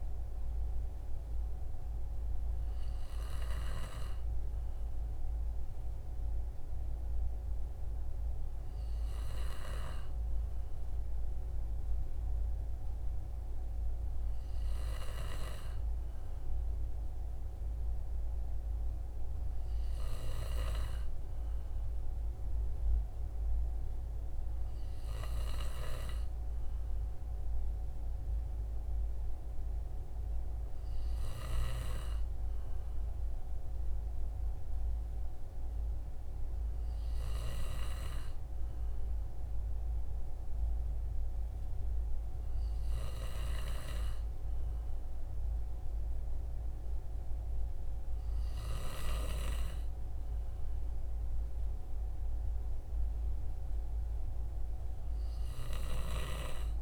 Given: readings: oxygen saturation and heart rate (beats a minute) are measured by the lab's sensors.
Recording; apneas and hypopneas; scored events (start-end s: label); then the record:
breathing in sleep by a room microphone; none
none scored
From the record:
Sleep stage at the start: N2 (light sleep); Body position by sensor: on the right side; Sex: male